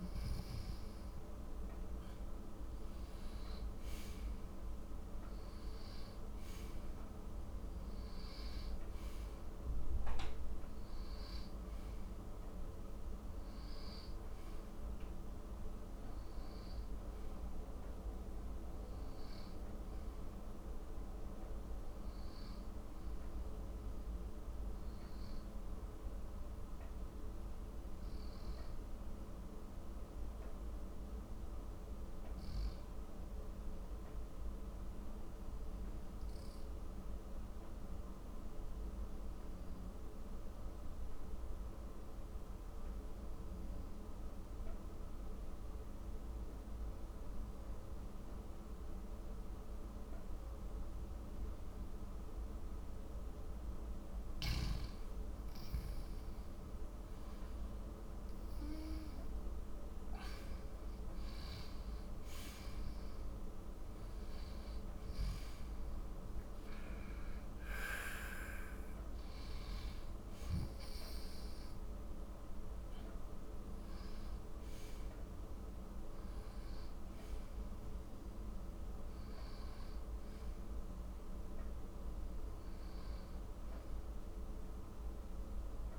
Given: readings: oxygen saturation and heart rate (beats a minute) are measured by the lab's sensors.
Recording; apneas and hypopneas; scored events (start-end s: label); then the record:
breathing in sleep, hard to hear, by a room microphone; 1
0.00-24.00 s: oxygen desaturation (device-marked, oxygen 92% lowest, heart rate 48 extreme)
26.00-29.00 s: arousal
31.00-53.50 s: mixed apnea (oxygen 96% before, 92% lowest, heart rate 63 before, 48 extreme, up 12 after)
55.50-59.50 s: arousal
69.00-85.99 s: oxygen desaturation (device-marked, oxygen 97% before, 92% lowest, heart rate 64 before, 48 extreme)
From the record:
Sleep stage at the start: N2 (light sleep); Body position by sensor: on the back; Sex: male